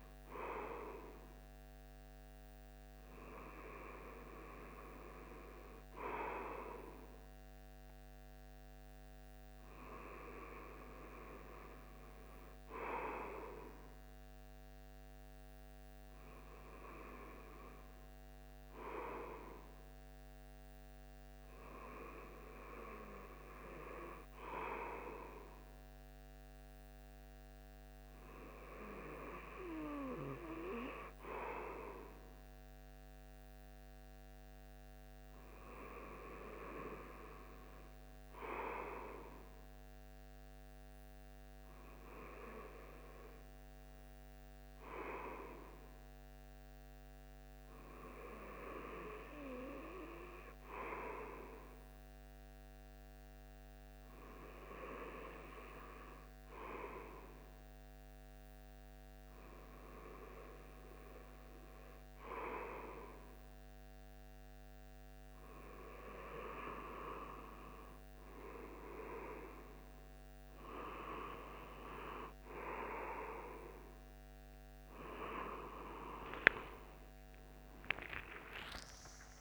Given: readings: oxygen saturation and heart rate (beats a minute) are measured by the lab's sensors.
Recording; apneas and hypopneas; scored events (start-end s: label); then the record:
breathing in sleep by a microphone on the trachea; none
75.00-79.41 s: new sleep stage, awake
From the record:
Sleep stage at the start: REM sleep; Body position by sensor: on the right side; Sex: male